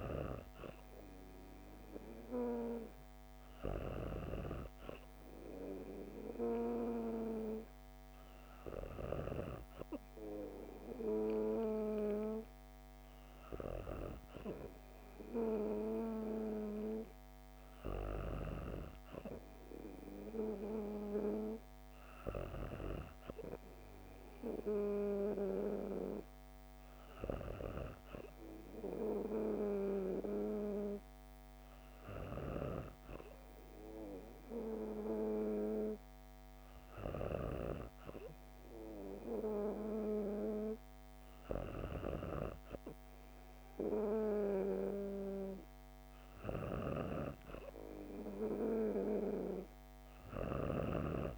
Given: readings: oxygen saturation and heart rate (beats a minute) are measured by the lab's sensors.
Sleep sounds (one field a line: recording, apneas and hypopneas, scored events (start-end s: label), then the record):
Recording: breathing in sleep by a microphone on the trachea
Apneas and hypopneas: none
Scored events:
0.00-9.00 s: snoring (device-marked)
46.00-51.38 s: snoring (device-marked)
From the record:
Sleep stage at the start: N2 (light sleep)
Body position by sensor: on the back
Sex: female